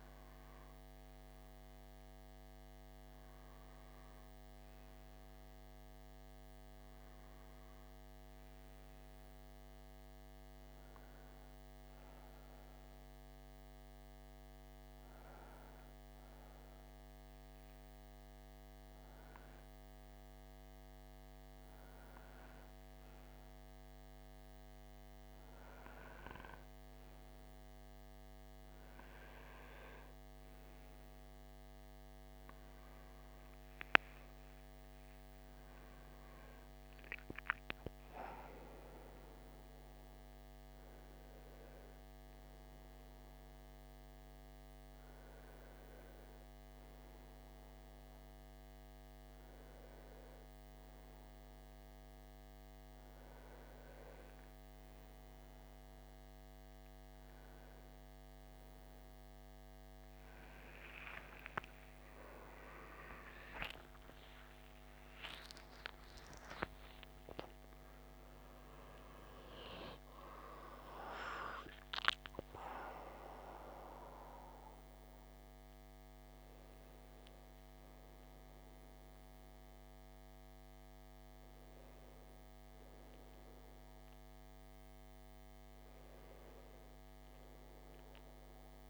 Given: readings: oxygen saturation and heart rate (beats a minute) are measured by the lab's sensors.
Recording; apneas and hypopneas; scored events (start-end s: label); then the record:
breathing in sleep by a microphone on the trachea; 1
13.00-24.50 s: hypopnea (oxygen 96% before, 91% lowest, heart rate 63 before, 60 extreme, up 3 after)
32.50-45.50 s: oxygen desaturation (device-marked, oxygen 94% before, 91% lowest, heart rate 61 before, 60 extreme)
34.50-39.00 s: arousal
62.00-68.00 s: arousal
From the record:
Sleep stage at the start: N1 (lightest sleep); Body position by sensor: on the right side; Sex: male